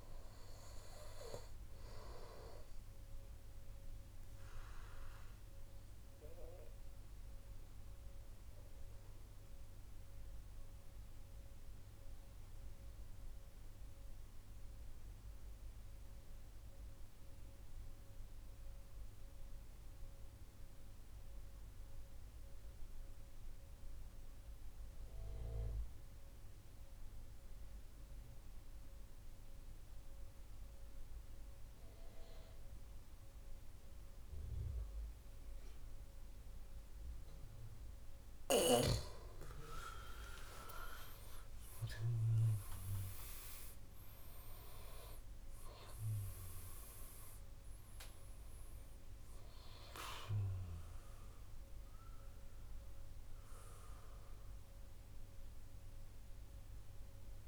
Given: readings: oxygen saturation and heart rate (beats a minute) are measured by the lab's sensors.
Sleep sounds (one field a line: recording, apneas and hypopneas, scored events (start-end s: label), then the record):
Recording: breathing in sleep by a room microphone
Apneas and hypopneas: 1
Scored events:
0.00-14.00 s: oxygen desaturation (device-marked, oxygen 89% lowest, heart rate 101 extreme)
3.50-37.00 s: central apnea (oxygen 98% before, 89% lowest, heart rate 126 before, 88 extreme, up 59 after)
32.00-57.48 s: oxygen desaturation (device-marked, oxygen 98% before, 90% lowest, heart rate 139 before, 88 extreme)
38.50-44.50 s: arousal
From the record:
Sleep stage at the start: N2 (light sleep)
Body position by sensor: on the right side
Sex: male